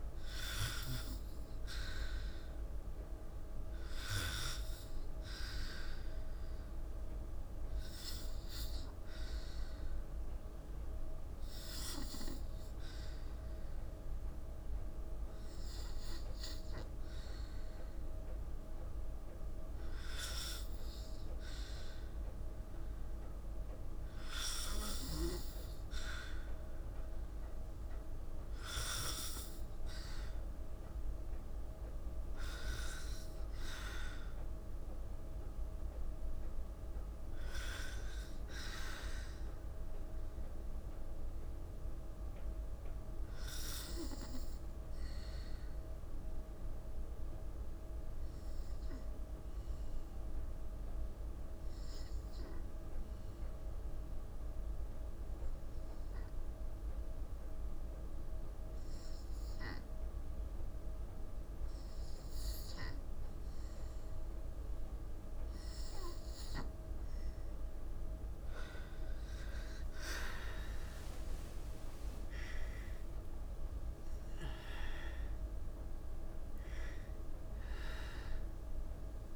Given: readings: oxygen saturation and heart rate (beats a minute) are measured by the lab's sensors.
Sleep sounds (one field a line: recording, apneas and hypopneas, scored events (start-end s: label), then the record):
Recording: breathing in sleep by a room microphone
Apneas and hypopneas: 2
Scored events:
6.50-20.50 s: hypopnea (oxygen 96% before, 93% lowest, heart rate 59 before, 56 extreme)
23.50-27.50 s: arousal
47.00-64.00 s: obstructive apnea (oxygen 95% before, 92% lowest, heart rate 58 before, 56 extreme, up 13 after)
68.00-72.00 s: arousal
75.00-79.36 s: oxygen desaturation (device-marked, oxygen 96% before, 93% lowest, heart rate 60 before, 54 extreme)
From the record:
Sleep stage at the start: N2 (light sleep)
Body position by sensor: on the back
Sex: female